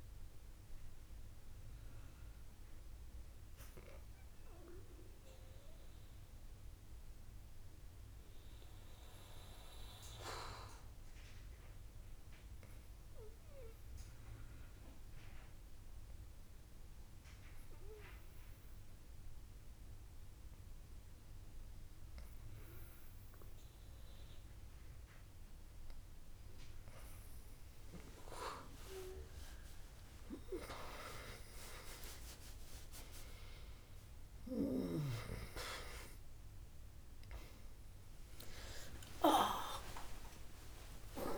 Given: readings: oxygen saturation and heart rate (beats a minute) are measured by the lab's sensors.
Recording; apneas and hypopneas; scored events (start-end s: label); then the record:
a person awake in a sleep study, by a room microphone; 1
4.00-26.00 s: obstructive apnea (oxygen 98% before, 97% lowest, heart rate 73 before, 66 extreme, up 44 after)
18.00-41.38 s: new sleep stage, awake
From the record:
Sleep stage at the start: N2 (light sleep); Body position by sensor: on the back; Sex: female